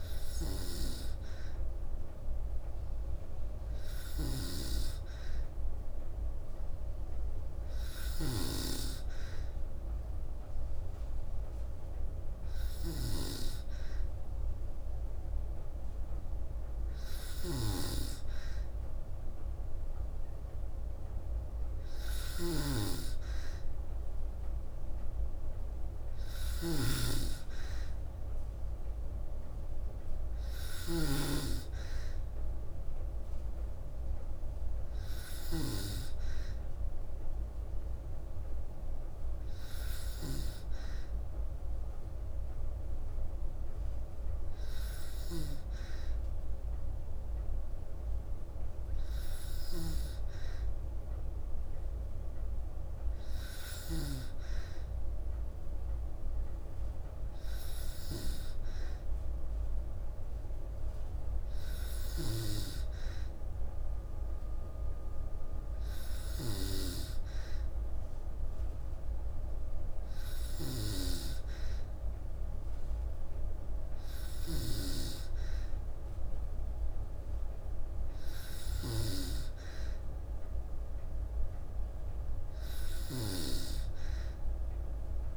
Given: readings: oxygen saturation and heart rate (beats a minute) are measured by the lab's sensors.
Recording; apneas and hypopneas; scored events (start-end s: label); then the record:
breathing in sleep by a room microphone; none
0.00-53.50 s: snoring (device-marked)
70.00-85.36 s: snoring (device-marked)
From the record:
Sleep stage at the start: N2 (light sleep); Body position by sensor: on the back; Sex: female